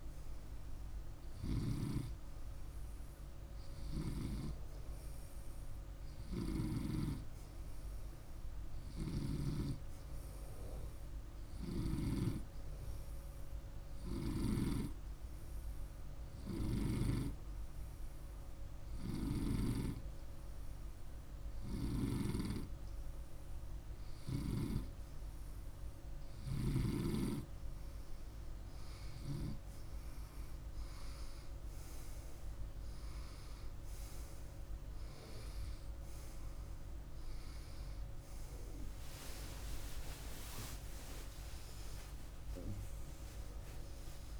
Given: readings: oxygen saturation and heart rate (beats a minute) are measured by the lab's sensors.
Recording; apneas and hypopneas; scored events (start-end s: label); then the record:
breathing in sleep by a room microphone; none
5.50-9.00 s: snoring (device-marked)
38.50-43.00 s: arousal
From the record:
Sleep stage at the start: N2 (light sleep); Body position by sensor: on the right side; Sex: male